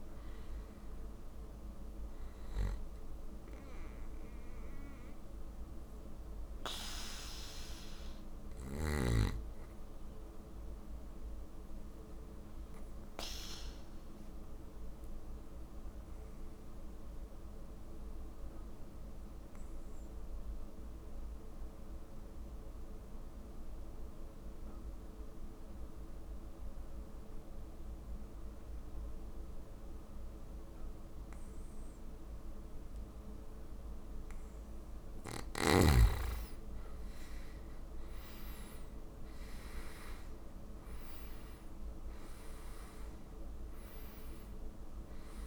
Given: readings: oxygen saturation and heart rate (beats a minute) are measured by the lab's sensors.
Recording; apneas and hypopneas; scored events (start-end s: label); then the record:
breathing in sleep by a room microphone; 1
0.50-3.50 s: arousal
5.50-34.00 s: obstructive apnea (oxygen 97% before, 89% lowest)
33.50-45.47 s: oxygen desaturation (device-marked, oxygen 96% before, 92% lowest)
36.00-39.50 s: arousal
From the record:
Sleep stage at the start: N2 (light sleep); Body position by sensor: on the back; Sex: male